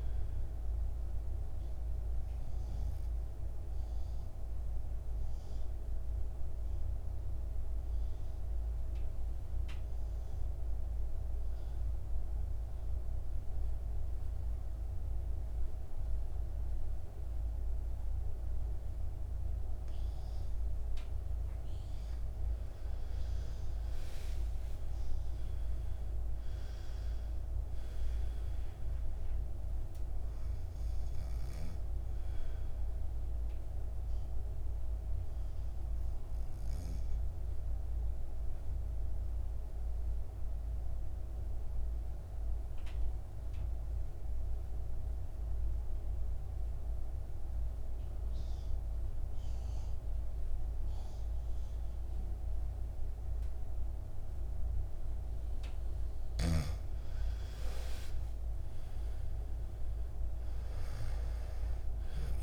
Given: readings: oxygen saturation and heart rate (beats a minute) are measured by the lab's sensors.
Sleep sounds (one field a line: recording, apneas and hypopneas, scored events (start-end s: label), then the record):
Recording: breathing in sleep, hard to hear, by a room microphone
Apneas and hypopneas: 2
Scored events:
0.00-21.50 s: oxygen desaturation (device-marked, oxygen 88% lowest, heart rate 50 extreme)
1.50-23.00 s: central apnea (oxygen 99% before, 86% lowest, heart rate 57 before, 50 extreme, up 14 after)
24.00-28.00 s: arousal
31.50-54.50 s: oxygen desaturation (device-marked, oxygen 98% before, 88% lowest, heart rate 57 before, 50 extreme)
32.00-55.50 s: mixed apnea (oxygen 98% before, 86% lowest, heart rate 57 before, 50 extreme, up 12 after)
56.50-62.43 s: oxygen desaturation (device-marked, oxygen 100% before, 86% lowest, heart rate 52 before, 51 extreme)
57.50-61.00 s: arousal
From the record:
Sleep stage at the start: N2 (light sleep)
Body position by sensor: on the back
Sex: male